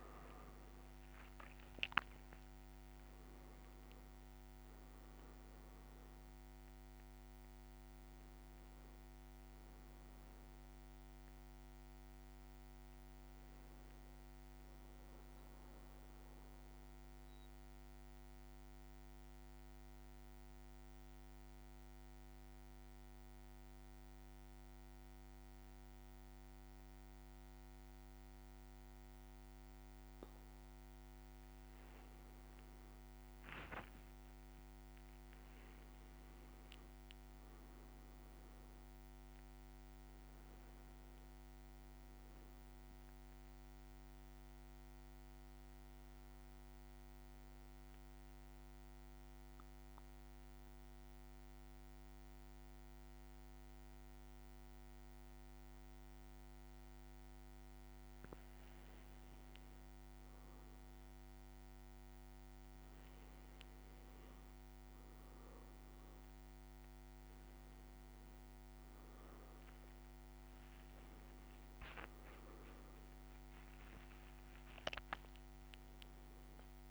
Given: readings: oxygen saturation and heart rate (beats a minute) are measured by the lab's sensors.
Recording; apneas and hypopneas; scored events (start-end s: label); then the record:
breathing in sleep, hard to hear, by a microphone on the trachea; 2
0.00-1.00 s: arousal
16.50-31.50 s: mixed apnea (oxygen 99% before, 95% lowest, heart rate 59 before, 53 extreme, up 5 after)
32.00-35.00 s: leg movement (device-marked)
33.50-39.00 s: arousal
43.50-58.50 s: mixed apnea (oxygen 98% before, 95% lowest, heart rate 56 before, 53 extreme, up 5 after)
61.00-65.00 s: arousal
64.00-66.50 s: leg movement (device-marked)
From the record:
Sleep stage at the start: N2 (light sleep); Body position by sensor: on the back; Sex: male